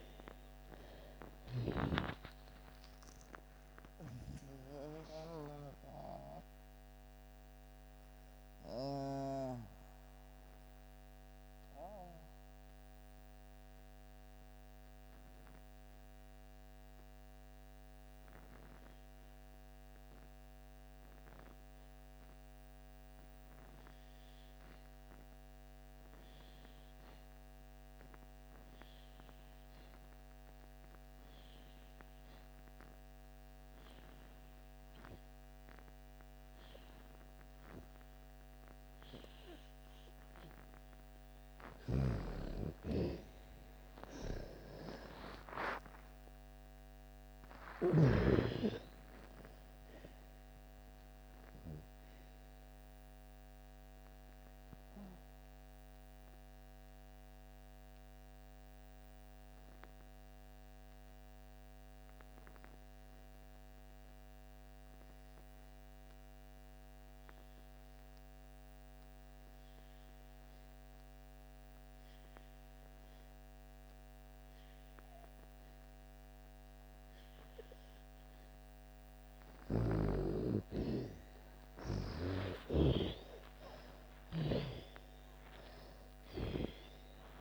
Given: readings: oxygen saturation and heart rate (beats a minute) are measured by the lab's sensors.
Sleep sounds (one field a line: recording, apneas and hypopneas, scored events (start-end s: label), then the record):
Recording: breathing in sleep by a microphone on the trachea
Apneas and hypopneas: 2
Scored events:
0.00-21.50 s: oxygen desaturation (device-marked, oxygen 80% lowest)
9.50-40.00 s: obstructive apnea (oxygen 99% before, 80% lowest)
28.50-69.50 s: oxygen desaturation (device-marked, oxygen 98% before, 80% lowest)
41.50-48.00 s: snoring (device-marked)
44.50-48.50 s: arousal
52.00-78.00 s: obstructive apnea (oxygen 98% before, 78% lowest)
74.50-87.41 s: oxygen desaturation (device-marked, oxygen 98% before, 80% lowest)
81.50-86.00 s: arousal
From the record:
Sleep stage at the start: N2 (light sleep)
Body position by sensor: on the back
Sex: female